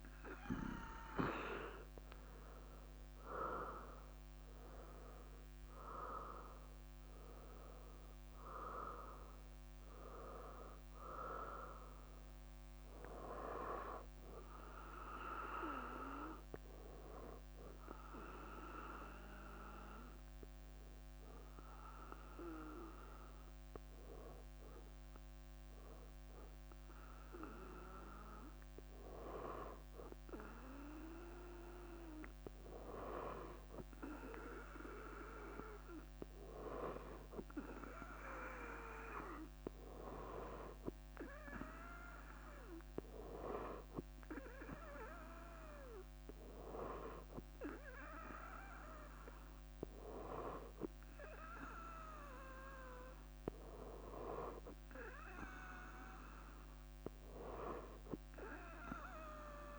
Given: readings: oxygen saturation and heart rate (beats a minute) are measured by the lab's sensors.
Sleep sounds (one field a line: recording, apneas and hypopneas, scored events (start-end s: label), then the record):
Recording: breathing in sleep by a microphone on the trachea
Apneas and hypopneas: 1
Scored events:
13.00-23.00 s: bradycardia (device-marked, heart rate 65 before, 57 extreme)
15.00-27.50 s: hypopnea (oxygen 98% before, 97% lowest, heart rate 66 before, 57 extreme, up 8 after)
30.00-33.50 s: arousal
49.00-52.00 s: leg movement (device-marked)
From the record:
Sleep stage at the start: N2 (light sleep)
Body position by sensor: on the front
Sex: female